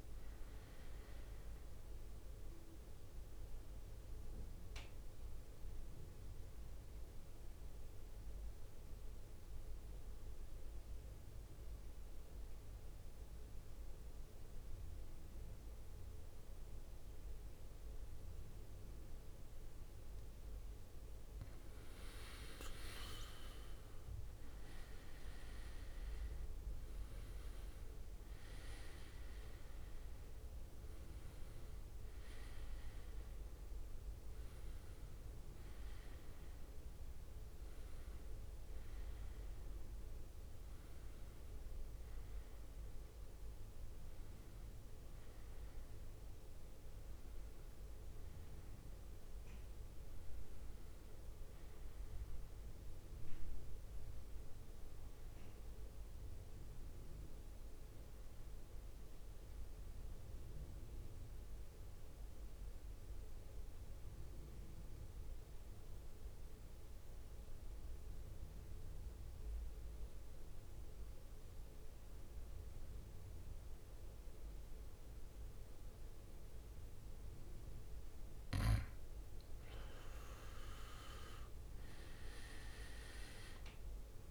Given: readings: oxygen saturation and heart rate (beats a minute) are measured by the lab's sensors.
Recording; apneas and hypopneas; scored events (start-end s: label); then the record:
breathing in sleep, hard to hear, by a room microphone; 2
0.00-11.00 s: oxygen desaturation (device-marked, oxygen 93% lowest, heart rate 52 extreme)
2.50-20.00 s: central apnea (oxygen 99% before, 92% lowest, heart rate 66 before, 52 extreme, up 16 after)
22.50-27.50 s: arousal
23.50-26.50 s: leg movement (device-marked)
24.00-39.00 s: drop in pulse transit time (device-marked, heart rate 57 before, 66 extreme)
24.00-43.00 s: oxygen desaturation (device-marked, oxygen 98% before, 92% lowest, heart rate 57 before, 56 extreme)
52.00-56.00 s: arousal
60.00-78.50 s: mixed apnea (oxygen 99% before, 90% lowest, heart rate 64 before, 56 extreme, up 12 after)
75.00-84.31 s: oxygen desaturation (device-marked, oxygen 98% before, 90% lowest, heart rate 60 before, 54 extreme)
81.00-84.31 s: arousal
From the record:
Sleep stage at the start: N2 (light sleep); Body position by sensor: on the back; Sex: male